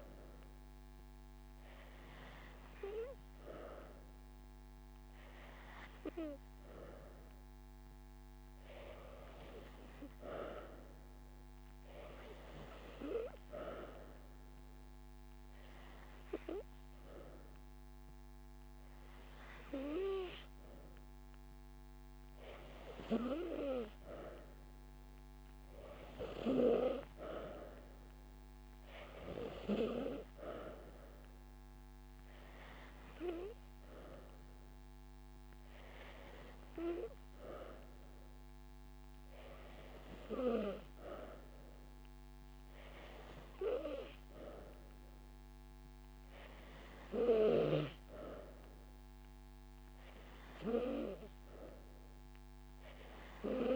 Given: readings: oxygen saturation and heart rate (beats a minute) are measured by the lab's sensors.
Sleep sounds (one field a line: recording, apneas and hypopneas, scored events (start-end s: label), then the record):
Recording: breathing in sleep by a microphone on the trachea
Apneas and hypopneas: none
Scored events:
11.00-15.00 s: drop in pulse transit time (device-marked)
11.50-13.50 s: long interval between heartbeats (device-marked)
44.50-46.50 s: long interval between heartbeats (device-marked)
48.00-50.00 s: drop in pulse transit time (device-marked)
48.50-50.50 s: long interval between heartbeats (device-marked)
From the record:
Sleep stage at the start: N2 (light sleep)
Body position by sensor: on the back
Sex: female